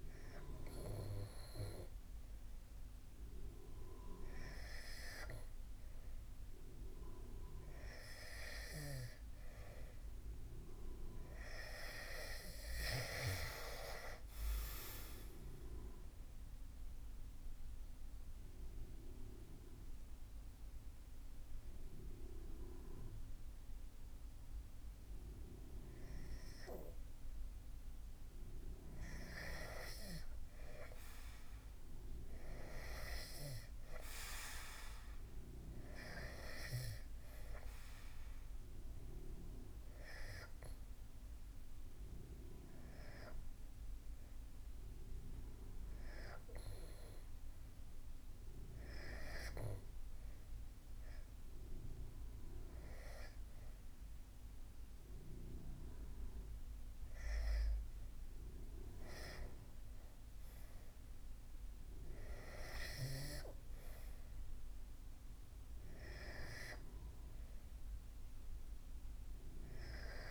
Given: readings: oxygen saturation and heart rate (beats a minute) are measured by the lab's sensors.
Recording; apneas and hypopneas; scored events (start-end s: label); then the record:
breathing in sleep by a room microphone; 2
15.50-26.50 s: mixed apnea (oxygen 95% before, 93% lowest, heart rate 78 before, 72 extreme, up 5 after)
29.50-34.00 s: arousal
37.50-44.50 s: oxygen desaturation (device-marked, oxygen 96% before, 93% lowest, heart rate 78 before, 77 extreme)
39.50-52.00 s: hypopnea (oxygen 96% before, 93% lowest, heart rate 78 before, 71 extreme, up 4 after)
54.00-57.00 s: arousal
54.50-70.31 s: oxygen desaturation (device-marked, oxygen 96% before, 93% lowest, heart rate 80 before, 71 extreme)
From the record:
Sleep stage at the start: N2 (light sleep); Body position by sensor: on the back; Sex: male